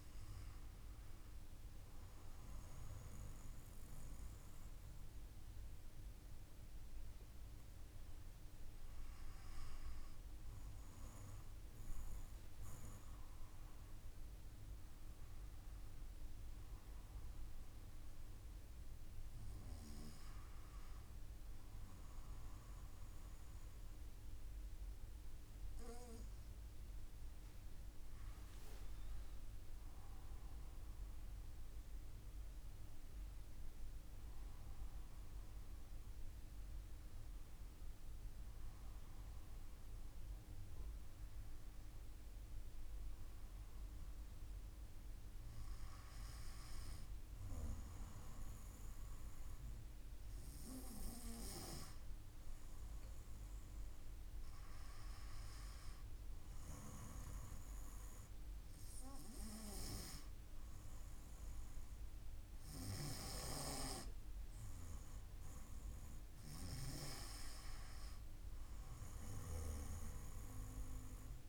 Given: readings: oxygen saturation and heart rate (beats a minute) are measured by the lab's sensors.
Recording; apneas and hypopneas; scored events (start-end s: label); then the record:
breathing in sleep by a room microphone; none
0.50-71.49 s: new sleep stage, N2 (light sleep)
From the record:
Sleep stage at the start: N1 (lightest sleep); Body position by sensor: on the back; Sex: male